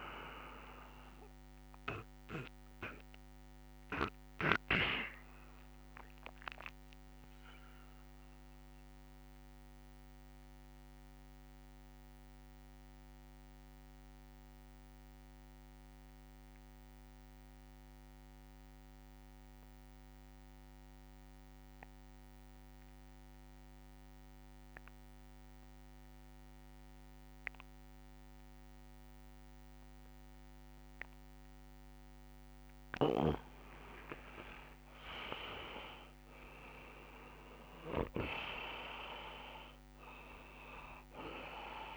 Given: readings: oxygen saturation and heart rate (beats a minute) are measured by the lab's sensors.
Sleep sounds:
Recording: breathing in sleep by a microphone on the trachea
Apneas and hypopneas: 1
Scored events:
0.00-12.00 s: oxygen desaturation (device-marked, oxygen 91% lowest)
5.00-33.00 s: mixed apnea (oxygen 98% before, 83% lowest)
24.00-41.97 s: oxygen desaturation (device-marked, oxygen 98% before, 83% lowest)
35.00-39.00 s: arousal
From the record:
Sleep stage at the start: N2 (light sleep)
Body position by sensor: on the back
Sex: male

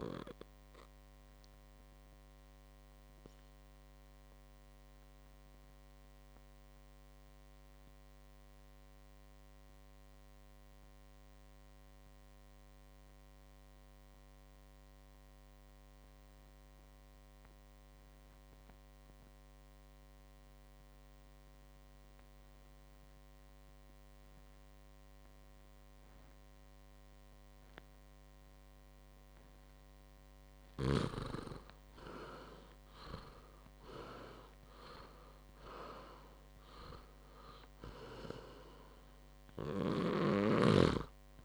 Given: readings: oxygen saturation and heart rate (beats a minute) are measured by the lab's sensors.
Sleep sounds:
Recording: breathing in sleep by a microphone on the trachea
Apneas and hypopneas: 1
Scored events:
0.00-11.00 s: oxygen desaturation (device-marked, oxygen 91% lowest, heart rate 54 extreme)
1.50-29.50 s: obstructive apnea (oxygen 98% before, 88% lowest, heart rate 61 before, 53 extreme, up 8 after)
26.00-41.45 s: oxygen desaturation (device-marked, oxygen 99% before, 88% lowest, heart rate 57 before, 53 extreme)
31.00-34.50 s: arousal
From the record:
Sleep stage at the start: N2 (light sleep)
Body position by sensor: on the back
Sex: male

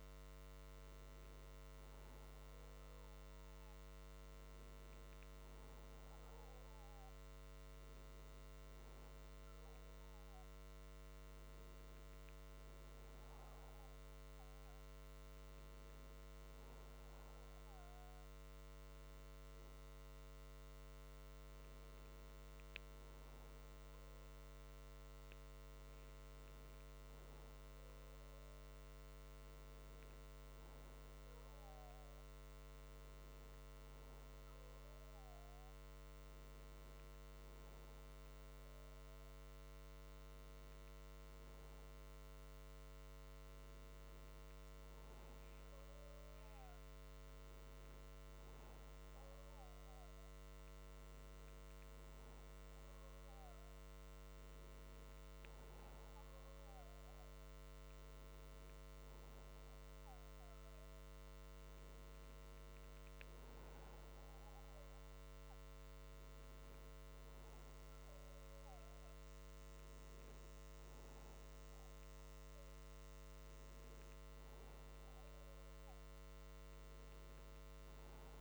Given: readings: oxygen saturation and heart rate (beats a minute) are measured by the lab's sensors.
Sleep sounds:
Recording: breathing in sleep, hard to hear, by a microphone on the trachea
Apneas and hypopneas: none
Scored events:
none scored
From the record:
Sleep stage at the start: N1 (lightest sleep)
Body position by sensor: on the back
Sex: male

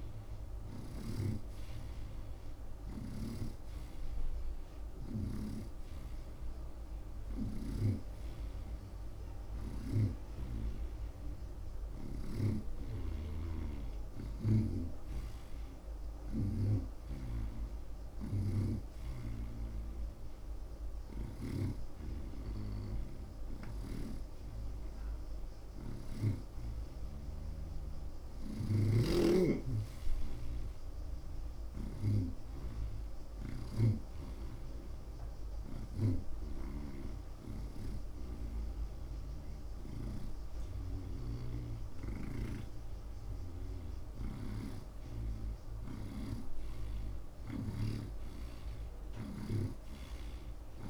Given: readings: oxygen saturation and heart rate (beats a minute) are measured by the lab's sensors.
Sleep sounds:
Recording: breathing in sleep by a room microphone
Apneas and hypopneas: 1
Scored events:
0.00-12.50 s: snoring (device-marked)
14.50-22.00 s: snoring (device-marked)
24.00-34.00 s: snoring (device-marked)
28.50-31.50 s: arousal
34.50-44.50 s: hypopnea (oxygen 85% before, 80% lowest)
36.00-40.50 s: snoring (device-marked)
42.50-50.90 s: snoring (device-marked)
49.50-50.90 s: arousal
From the record:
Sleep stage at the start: N2 (light sleep)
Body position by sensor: on the right side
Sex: male

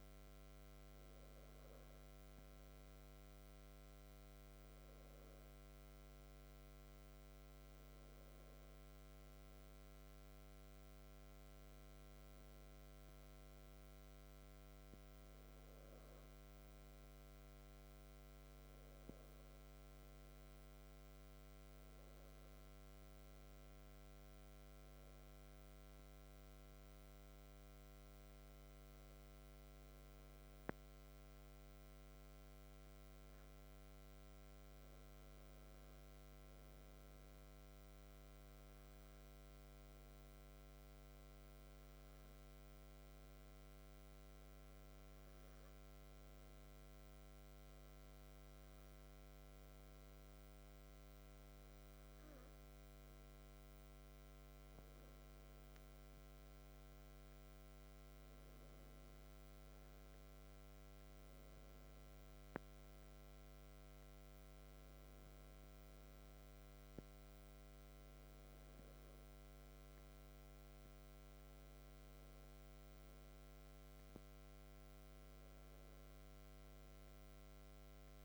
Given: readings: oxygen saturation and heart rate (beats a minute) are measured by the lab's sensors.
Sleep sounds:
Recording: breathing in sleep, hard to hear, by a microphone on the trachea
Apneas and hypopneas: 1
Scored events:
28.50-52.00 s: hypopnea (oxygen 96% before, 94% lowest, heart rate 60 before, 58 extreme, up 8 after)
54.00-58.00 s: arousal
From the record:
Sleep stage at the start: N2 (light sleep)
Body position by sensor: on the back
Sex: male

